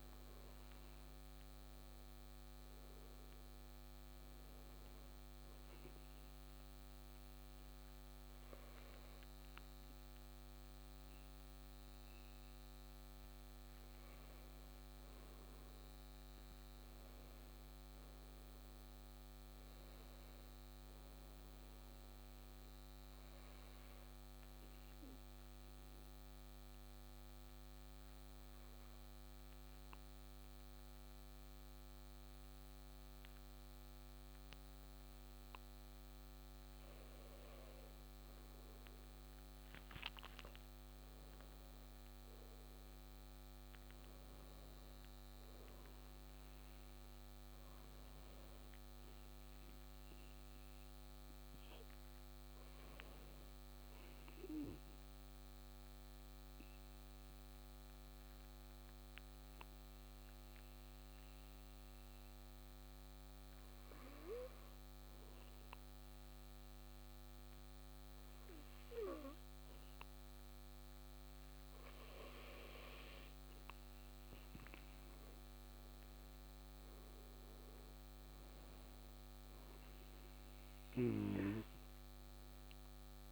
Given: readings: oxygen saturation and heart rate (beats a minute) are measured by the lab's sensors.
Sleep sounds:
breathing in sleep, hard to hear, by a microphone on the trachea; 2
26.00-37.00 s: central apnea (oxygen 97% before, 92% lowest, heart rate 64 before, 57 extreme, up 14 after)
39.50-43.00 s: arousal
43.00-50.00 s: oxygen desaturation (device-marked, oxygen 97% before, 94% lowest, heart rate 61 before, 56 extreme)
54.50-74.00 s: mixed apnea (oxygen 97% before, 92% lowest, heart rate 63 before, 56 extreme, up 9 after)
76.00-78.00 s: arousal
79.00-83.32 s: oxygen desaturation (device-marked, oxygen 97% before, 92% lowest, heart rate 60 before, 56 extreme)
From the record:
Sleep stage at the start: N2 (light sleep); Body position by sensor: on the back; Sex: male

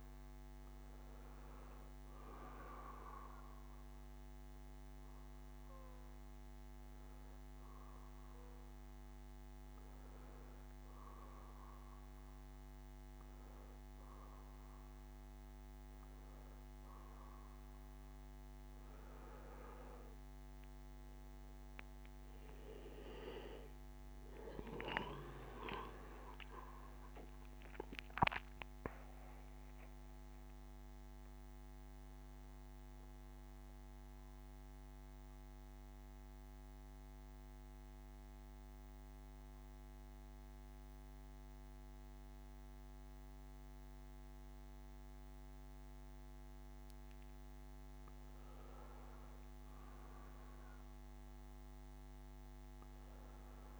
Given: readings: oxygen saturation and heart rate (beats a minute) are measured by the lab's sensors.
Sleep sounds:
breathing in sleep by a microphone on the trachea; 1
0.00-7.00 s: oxygen desaturation (device-marked, oxygen 89% lowest, heart rate 68 extreme)
21.50-26.00 s: arousal
32.50-46.50 s: central apnea (oxygen 94% before, 91% lowest, heart rate 71 before, 58 extreme, up 6 after)
45.00-50.00 s: bradycardia (device-marked, heart rate 69 before, 58 extreme)
48.50-52.00 s: arousal
From the record:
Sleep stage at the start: N2 (light sleep); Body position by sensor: on the back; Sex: male

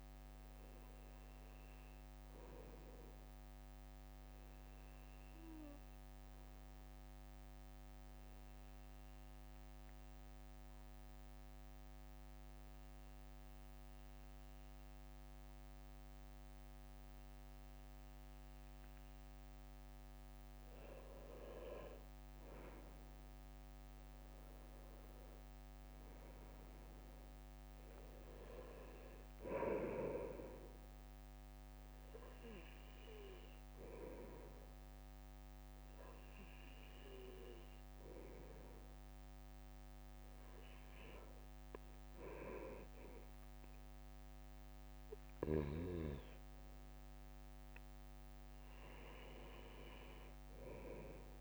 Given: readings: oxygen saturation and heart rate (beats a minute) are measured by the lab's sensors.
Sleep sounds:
breathing in sleep by a microphone on the trachea; 1
3.00-19.00 s: obstructive apnea (oxygen 99% before, 95% lowest, heart rate 63 before, 62 extreme, up 4 after)
21.00-26.00 s: arousal
From the record:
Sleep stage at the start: N2 (light sleep); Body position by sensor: on the right side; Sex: male

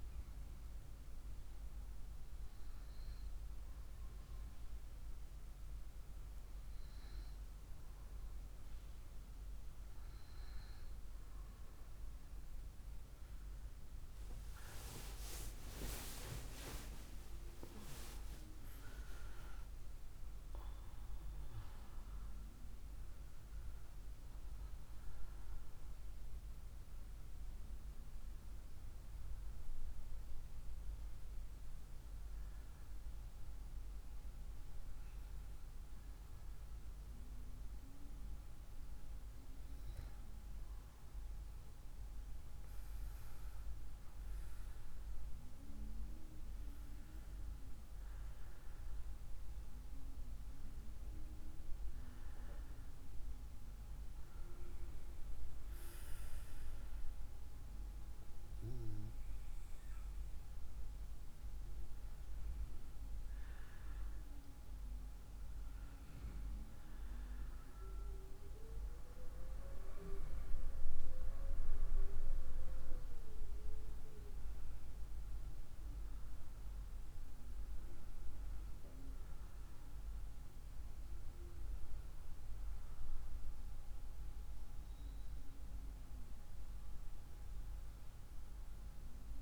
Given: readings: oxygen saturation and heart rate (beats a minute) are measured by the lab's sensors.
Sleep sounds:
a person partly awake in a sleep study, by a room microphone; none
44.00-89.42 s: new sleep stage, N1 (lightest sleep)
74.00-78.50 s: arousal
From the record:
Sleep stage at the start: awake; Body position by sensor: on the right side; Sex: female

